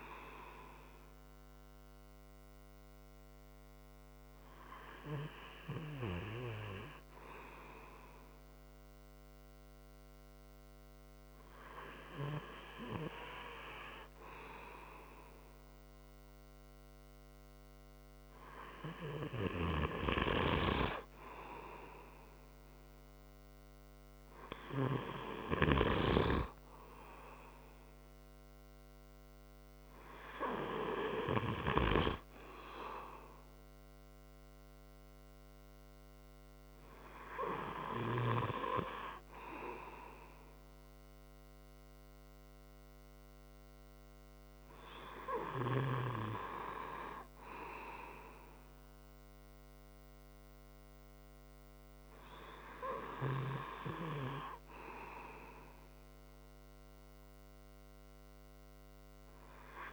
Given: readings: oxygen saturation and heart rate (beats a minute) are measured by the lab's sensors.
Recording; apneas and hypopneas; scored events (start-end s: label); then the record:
breathing in sleep by a microphone on the trachea; none
none scored
From the record:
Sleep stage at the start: N2 (light sleep); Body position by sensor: on the front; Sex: male